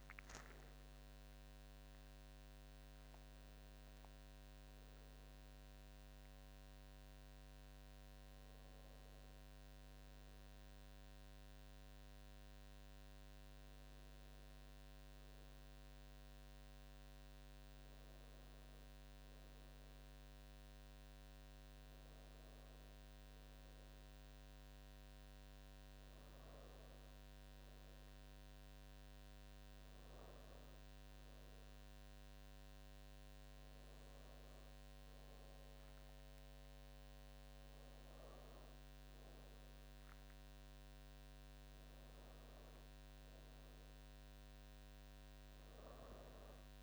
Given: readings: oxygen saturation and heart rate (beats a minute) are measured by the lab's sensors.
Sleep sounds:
breathing in sleep, hard to hear, by a microphone on the trachea; none
4.00-21.00 s: bradycardia (device-marked, heart rate 67 before, 54 extreme)
22.00-24.00 s: bradycardia (device-marked, heart rate 66 before, 58 extreme)
30.00-32.00 s: bradycardia (device-marked, heart rate 66 before, 59 extreme)
From the record:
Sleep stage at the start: N2 (light sleep); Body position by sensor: on the back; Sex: female

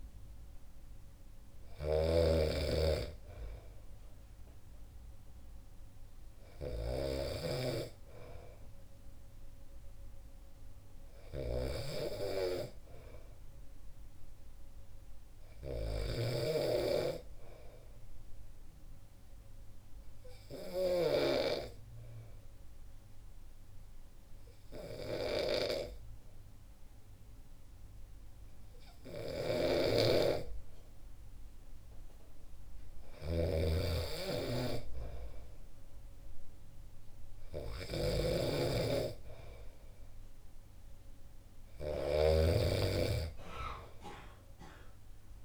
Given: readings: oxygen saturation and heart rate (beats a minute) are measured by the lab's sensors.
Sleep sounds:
breathing in sleep by a room microphone; 1
0.00-7.50 s: snoring (device-marked)
0.00-10.50 s: oxygen desaturation (device-marked, oxygen 88% lowest, heart rate 62 extreme)
12.50-15.50 s: arousal
16.00-21.00 s: snoring (device-marked)
19.00-32.50 s: obstructive apnea (oxygen 99% before, 93% lowest, heart rate 64 before, 62 extreme, up 2 after)
29.50-45.45 s: snoring (device-marked)
34.50-37.50 s: arousal
38.50-45.45 s: oxygen desaturation (device-marked, oxygen 96% before, 93% lowest, heart rate 64 before, 62 extreme)
From the record:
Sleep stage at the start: N2 (light sleep); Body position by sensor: on the back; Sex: male

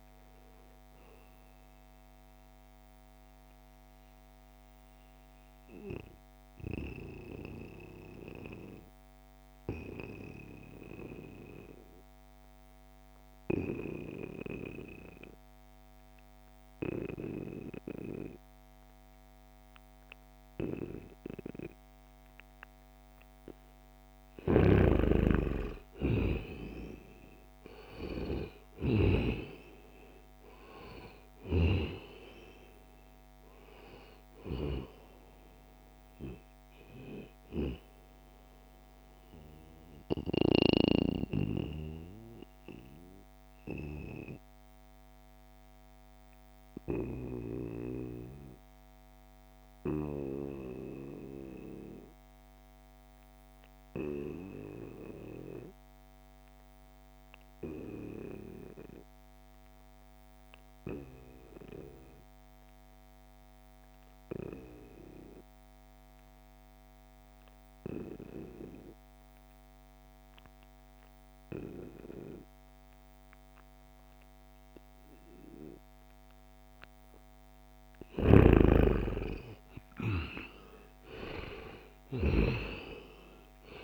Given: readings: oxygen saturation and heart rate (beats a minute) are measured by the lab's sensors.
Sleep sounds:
breathing in sleep by a microphone on the trachea; 2
0.00-1.50 s: oxygen desaturation (device-marked, oxygen 87% lowest, heart rate 67 extreme)
2.50-23.50 s: obstructive apnea (oxygen 95% before, 88% lowest, heart rate 77 before, 67 extreme, up 8 after)
8.50-83.84 s: new sleep stage, N2 (light sleep)
22.50-46.50 s: oxygen desaturation (device-marked, oxygen 96% before, 88% lowest, heart rate 70 before, 63 extreme)
23.50-28.50 s: snoring (device-marked)
26.50-31.00 s: arousal
38.00-77.00 s: mixed apnea (oxygen 96% before, 84% lowest, heart rate 72 before, 63 extreme, up 11 after)
60.50-83.84 s: oxygen desaturation (device-marked, oxygen 96% before, 89% lowest, heart rate 68 before, 63 extreme)
77.00-81.50 s: snoring (device-marked)
79.00-83.00 s: arousal
From the record:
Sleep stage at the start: N1 (lightest sleep); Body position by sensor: on the back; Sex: male

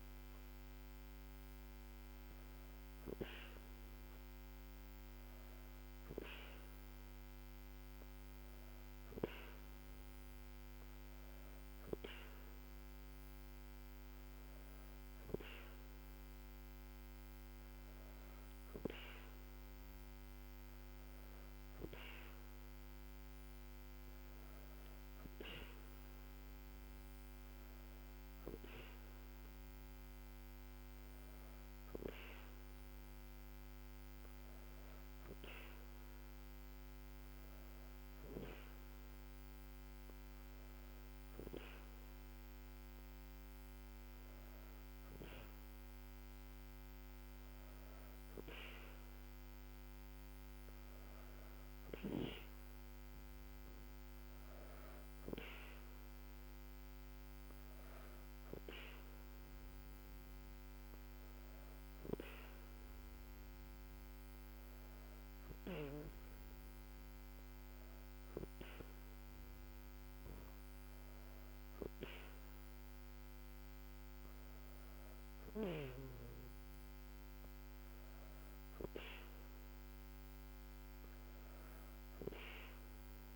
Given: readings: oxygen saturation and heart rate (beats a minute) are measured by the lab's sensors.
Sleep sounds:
breathing in sleep by a microphone on the trachea; none
none scored
From the record:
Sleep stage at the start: N2 (light sleep); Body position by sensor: on the back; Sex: female

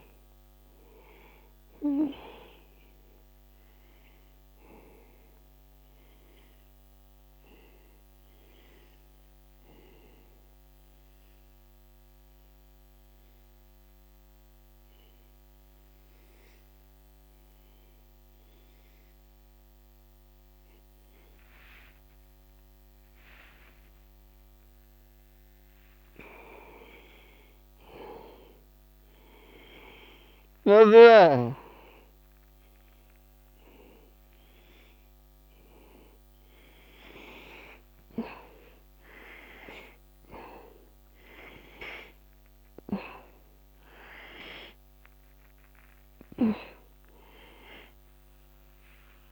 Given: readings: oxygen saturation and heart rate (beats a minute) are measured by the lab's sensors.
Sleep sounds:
breathing in sleep by a microphone on the trachea; 1
5.50-26.00 s: obstructive apnea (oxygen 95% before, 86% lowest, heart rate 63 before, 62 extreme, up 1 after)
16.00-28.00 s: oxygen desaturation (device-marked, oxygen 95% before, 92% lowest, heart rate 63 before, 62 extreme)
26.50-30.00 s: arousal
39.00-49.32 s: oxygen desaturation (device-marked, oxygen 94% before, 86% lowest, heart rate 63 before, 44 extreme)
From the record:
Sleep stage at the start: N1 (lightest sleep); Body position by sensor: on the back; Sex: male

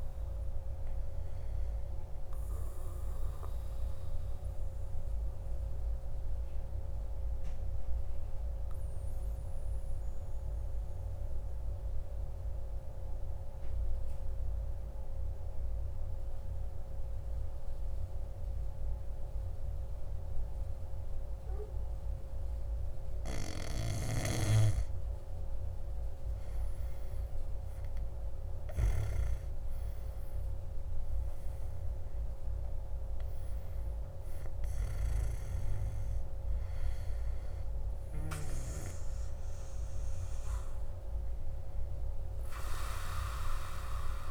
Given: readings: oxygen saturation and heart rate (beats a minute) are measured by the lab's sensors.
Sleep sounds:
breathing in sleep by a room microphone; 1
0.00-15.00 s: oxygen desaturation (device-marked, oxygen 90% lowest, heart rate 56 extreme)
5.00-25.00 s: mixed apnea (oxygen 96% before, 91% lowest, heart rate 61 before, 56 extreme, up 8 after)
27.50-31.00 s: arousal
30.00-41.00 s: oxygen desaturation (device-marked, oxygen 99% before, 95% lowest, heart rate 58 before, 55 extreme)
From the record:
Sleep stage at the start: N2 (light sleep); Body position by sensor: on the back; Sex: male

